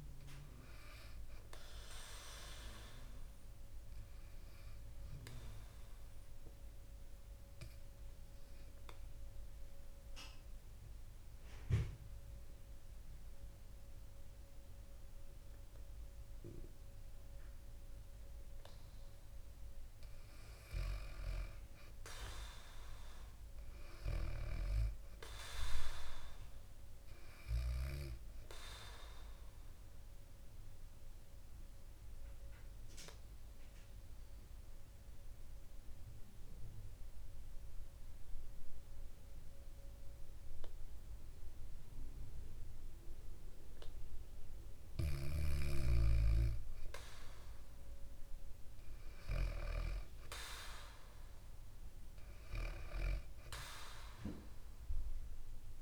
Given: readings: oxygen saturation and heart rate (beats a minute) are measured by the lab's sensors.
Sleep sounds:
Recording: breathing in sleep by a room microphone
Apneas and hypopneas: 2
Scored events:
0.00-1.50 s: bradycardia (device-marked, heart rate 55 extreme)
4.00-20.00 s: obstructive apnea (oxygen 100% before, 94% lowest, heart rate 67 before, 55 extreme, up 6 after)
15.50-19.50 s: bradycardia (device-marked, heart rate 69 before, 58 extreme)
23.00-27.00 s: arousal
25.50-41.50 s: oxygen desaturation (device-marked, oxygen 98% before, 94% lowest, heart rate 63 before, 55 extreme)
26.50-34.50 s: bradycardia (device-marked, heart rate 69 before, 56 extreme)
30.00-45.00 s: mixed apnea (oxygen 98% before, 94% lowest, heart rate 62 before, 56 extreme, up 4 after)
46.50-50.50 s: arousal
49.50-55.82 s: oxygen desaturation (device-marked, oxygen 98% before, 95% lowest, heart rate 61 before, 59 extreme)
From the record:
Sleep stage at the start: N2 (light sleep)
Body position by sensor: on the back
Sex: female

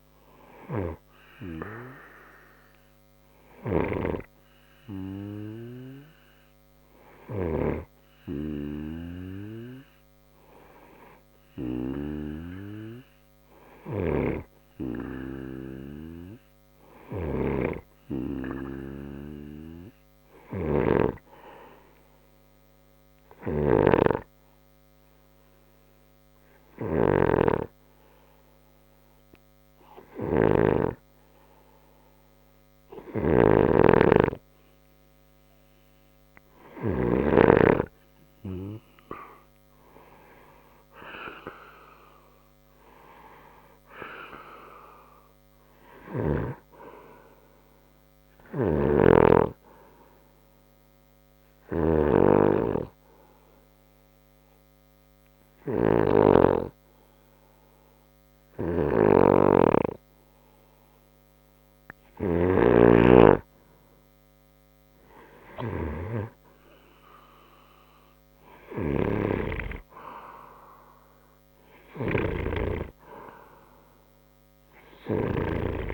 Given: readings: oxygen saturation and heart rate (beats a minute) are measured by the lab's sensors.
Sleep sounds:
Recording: breathing in sleep by a microphone on the trachea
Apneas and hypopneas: 2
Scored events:
16.50-36.50 s: snoring (device-marked)
21.50-34.00 s: hypopnea (oxygen 93% before, 91% lowest, heart rate 61 before, 59 extreme, up 0 after)
38.00-43.00 s: arousal
48.00-65.50 s: snoring (device-marked)
49.50-62.00 s: obstructive apnea (oxygen 93% before, 91% lowest, heart rate 60 before, 59 extreme, up 11 after)
65.00-70.00 s: arousal
71.50-75.94 s: snoring (device-marked)
From the record:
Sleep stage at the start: N2 (light sleep)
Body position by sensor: on the right side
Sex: male

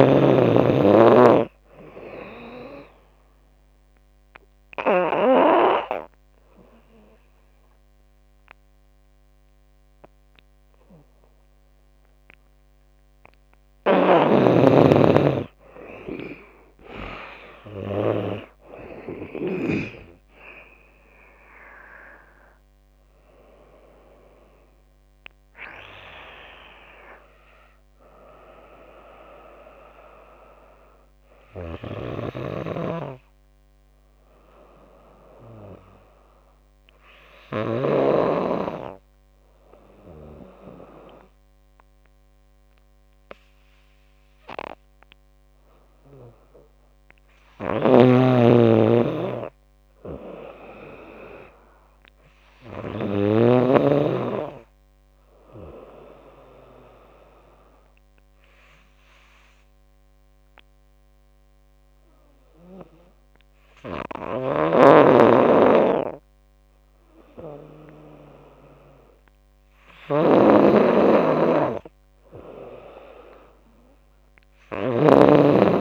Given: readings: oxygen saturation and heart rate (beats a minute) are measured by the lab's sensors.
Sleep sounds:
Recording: breathing in sleep by a microphone on the trachea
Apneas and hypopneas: 3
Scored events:
1.50-9.50 s: drop in pulse transit time (device-marked, heart rate 82 before, 84 extreme)
3.50-13.50 s: obstructive apnea (oxygen 94% before, 89% lowest, heart rate 82 before, 71 extreme, up 10 after)
8.50-21.50 s: oxygen desaturation (device-marked, oxygen 93% before, 90% lowest, heart rate 83 before, 71 extreme)
17.00-21.00 s: arousal
31.50-41.50 s: oxygen desaturation (device-marked, oxygen 93% before, 89% lowest, heart rate 86 before, 70 extreme)
32.00-38.00 s: snoring (device-marked)
32.00-45.50 s: hypopnea (oxygen 93% before, 89% lowest, heart rate 86 before, 70 extreme, up 9 after)
47.00-50.50 s: arousal
47.50-53.50 s: snoring (device-marked)
56.50-66.50 s: oxygen desaturation (device-marked, oxygen 97% before, 93% lowest, heart rate 78 before, 70 extreme)
56.50-68.50 s: obstructive apnea (oxygen 98% before, 90% lowest, heart rate 78 before, 70 extreme, up 12 after)
64.50-75.81 s: snoring (device-marked)
71.00-74.00 s: arousal
From the record:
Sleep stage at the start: N2 (light sleep)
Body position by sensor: on the back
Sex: female

